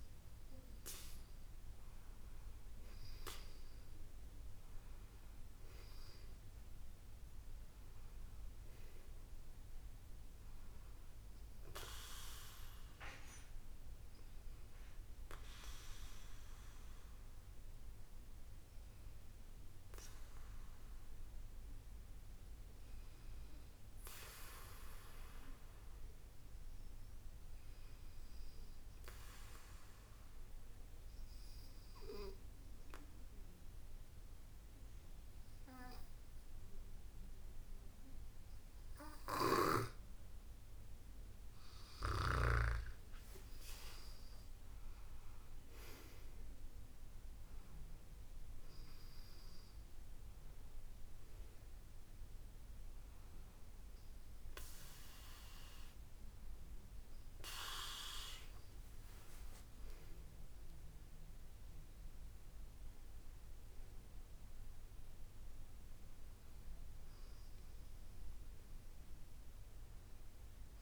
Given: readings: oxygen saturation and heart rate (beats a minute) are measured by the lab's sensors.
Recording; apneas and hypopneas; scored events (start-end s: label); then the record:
breathing in sleep by a room microphone; 1
28.00-41.50 s: obstructive apnea (oxygen 97% before, 93% lowest, heart rate 72 before, 69 extreme, up 10 after)
43.50-48.00 s: arousal
44.00-62.00 s: oxygen desaturation (device-marked, oxygen 96% before, 93% lowest, heart rate 70 before, 68 extreme)
69.50-70.82 s: arousal
From the record:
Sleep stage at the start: N2 (light sleep); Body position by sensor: on the back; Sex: female